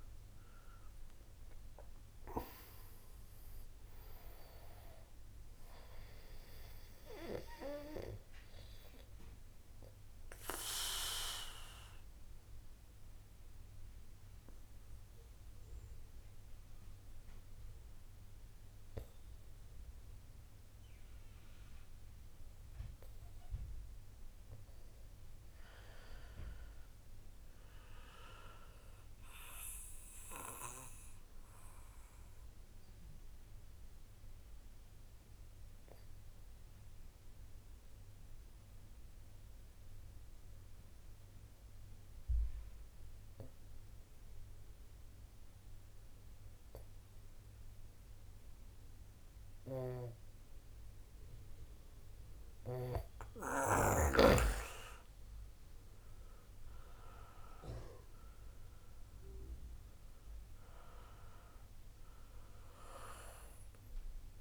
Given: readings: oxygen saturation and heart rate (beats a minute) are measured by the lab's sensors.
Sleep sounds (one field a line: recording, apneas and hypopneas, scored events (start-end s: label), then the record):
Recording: breathing in sleep by a room microphone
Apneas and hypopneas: 2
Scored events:
0.00-3.00 s: arousal
0.00-21.50 s: oxygen desaturation (device-marked, oxygen 87% lowest, heart rate 48 extreme)
10.00-23.00 s: obstructive apnea (oxygen 96% before, 86% lowest, heart rate 63 before, 56 extreme, up 2 after)
26.00-28.50 s: arousal
31.00-51.50 s: obstructive apnea (oxygen 97% before, 86% lowest, heart rate 62 before, 27 extreme, up 2 after)
50.50-64.41 s: oxygen desaturation (device-marked, oxygen 95% before, 86% lowest, heart rate 60 before, 27 extreme)
56.00-59.50 s: arousal
From the record:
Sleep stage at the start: N2 (light sleep)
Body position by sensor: on the back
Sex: male